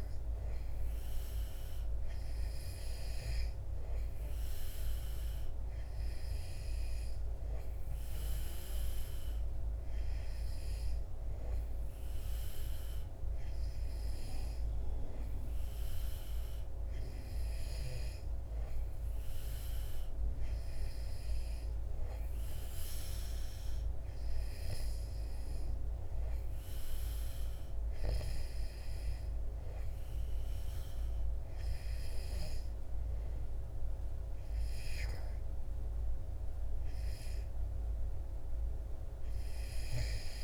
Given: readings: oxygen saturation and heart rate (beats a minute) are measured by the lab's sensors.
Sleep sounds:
breathing in sleep, hard to hear, by a room microphone; none
none scored
From the record:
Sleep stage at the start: N2 (light sleep); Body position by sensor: on the back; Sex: male

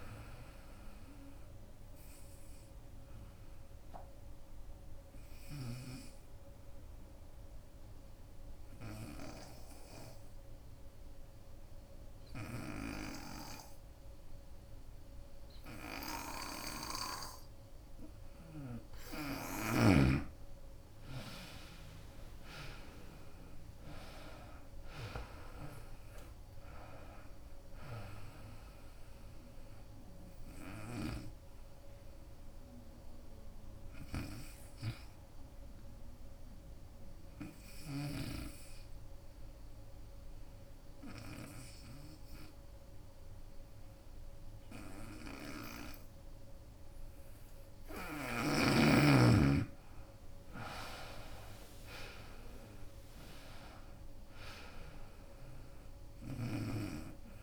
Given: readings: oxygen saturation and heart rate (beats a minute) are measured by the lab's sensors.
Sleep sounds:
breathing in sleep by a room microphone; 2
0.00-6.50 s: drop in pulse transit time (device-marked, heart rate 73 extreme)
0.00-15.50 s: oxygen desaturation (device-marked, oxygen 84% lowest, heart rate 66 extreme)
4.50-17.50 s: obstructive apnea (oxygen 95% before, 84% lowest, heart rate 78 before, 66 extreme, up 15 after)
19.50-23.00 s: arousal
19.50-31.50 s: drop in pulse transit time (device-marked, heart rate 78 before, 76 extreme)
21.50-44.50 s: oxygen desaturation (device-marked, oxygen 95% before, 85% lowest, heart rate 76 before, 66 extreme)
38.00-48.00 s: obstructive apnea (oxygen 95% before, 84% lowest, heart rate 79 before, 67 extreme, up 13 after)
49.50-57.43 s: drop in pulse transit time (device-marked, heart rate 75 before, 76 extreme)
50.50-53.50 s: arousal
53.50-57.43 s: oxygen desaturation (device-marked, oxygen 96% before, 84% lowest, heart rate 76 before, 65 extreme)
From the record:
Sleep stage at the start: N2 (light sleep); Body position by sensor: on the right side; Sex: female

